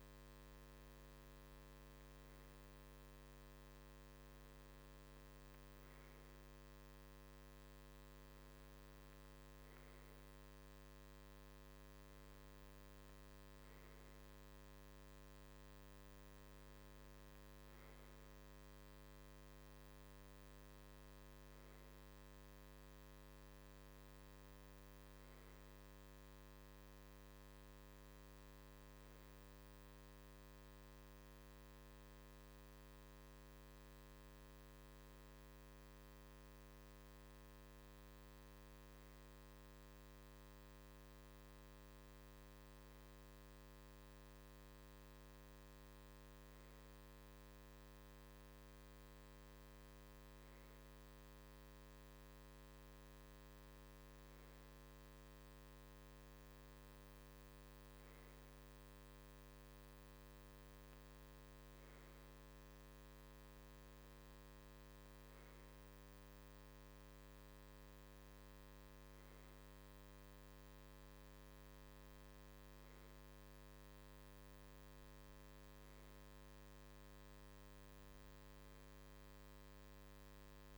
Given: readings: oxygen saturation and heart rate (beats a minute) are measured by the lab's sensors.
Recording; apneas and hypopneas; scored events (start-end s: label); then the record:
breathing in sleep, hard to hear, by a microphone on the trachea; none
none scored
From the record:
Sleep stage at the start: REM sleep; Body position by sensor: on the right side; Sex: male